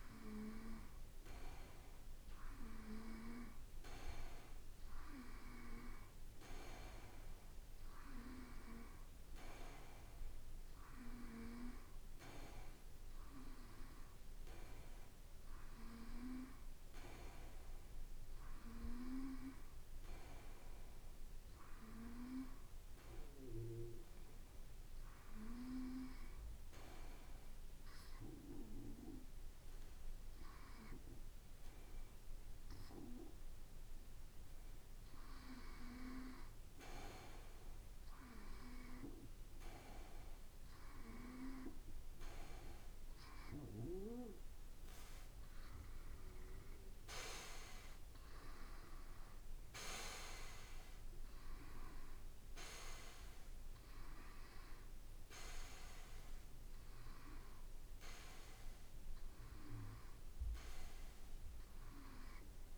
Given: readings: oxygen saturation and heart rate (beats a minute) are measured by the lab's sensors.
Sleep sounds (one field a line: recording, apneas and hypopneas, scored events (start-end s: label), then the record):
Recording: breathing in sleep by a room microphone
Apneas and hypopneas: 1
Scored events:
15.50-19.50 s: arousal
22.00-35.50 s: hypopnea (oxygen 94% before, 92% lowest, heart rate 56 before, 54 extreme, up 2 after)
39.50-43.50 s: arousal
From the record:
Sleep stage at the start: N2 (light sleep)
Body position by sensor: on the back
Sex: male